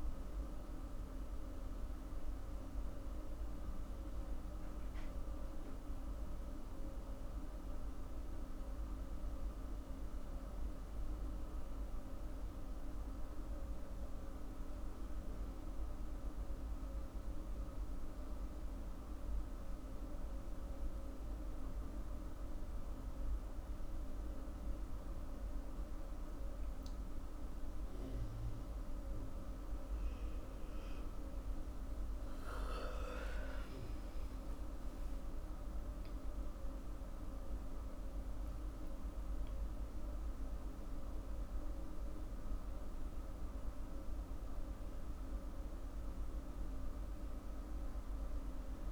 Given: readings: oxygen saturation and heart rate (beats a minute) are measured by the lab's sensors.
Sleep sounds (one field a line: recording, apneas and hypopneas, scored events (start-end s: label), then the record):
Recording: breathing in sleep, hard to hear, by a room microphone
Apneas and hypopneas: none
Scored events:
2.00-48.92 s: new sleep stage, N2 (light sleep)
32.50-37.00 s: arousal
From the record:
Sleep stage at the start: N1 (lightest sleep)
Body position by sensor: on the back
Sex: female